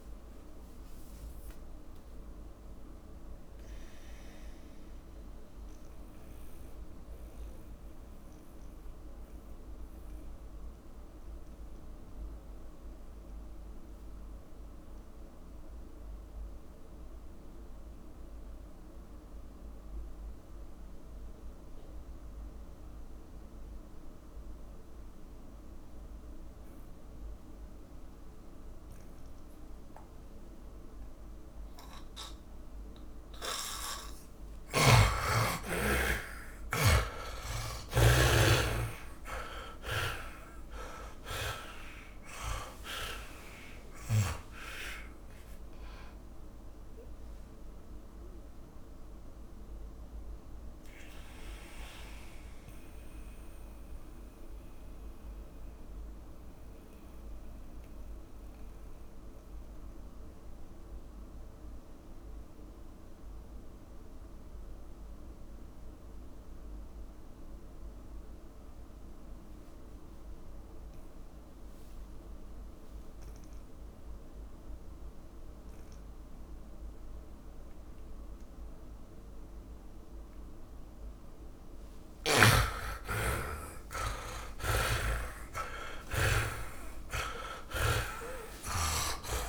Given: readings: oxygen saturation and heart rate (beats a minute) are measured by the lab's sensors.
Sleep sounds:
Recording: breathing in sleep by a room microphone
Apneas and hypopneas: 2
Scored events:
0.00-15.50 s: oxygen desaturation (device-marked, oxygen 79% lowest)
3.00-31.00 s: mixed apnea (oxygen 100% before, 77% lowest)
26.50-69.50 s: oxygen desaturation (device-marked, oxygen 100% before, 77% lowest)
35.00-38.50 s: arousal
50.50-81.00 s: mixed apnea (oxygen 100% before, 77% lowest)
75.50-86.50 s: oxygen desaturation (device-marked, oxygen 100% before, 91% lowest)
85.00-89.49 s: snoring (device-marked)
From the record:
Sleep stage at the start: N2 (light sleep)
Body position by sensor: on the back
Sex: male

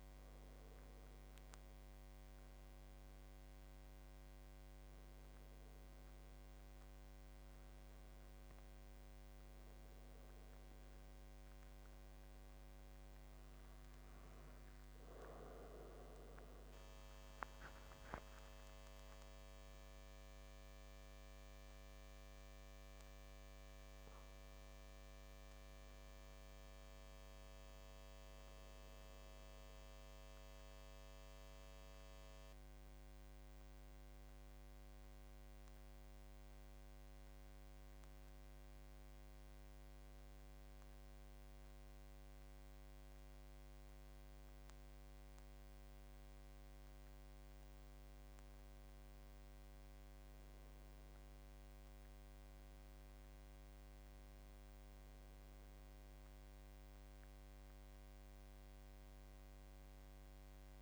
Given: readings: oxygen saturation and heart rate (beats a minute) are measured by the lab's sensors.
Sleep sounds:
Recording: a person partly awake in a sleep study, hard to hear, by a microphone on the trachea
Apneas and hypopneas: none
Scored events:
0.00-9.00 s: oxygen desaturation (device-marked, oxygen 86% lowest, heart rate 79 extreme)
14.00-44.00 s: new sleep stage, N1 (lightest sleep)
44.00-60.82 s: new sleep stage, N2 (light sleep)
From the record:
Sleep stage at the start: awake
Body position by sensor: on the back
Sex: male

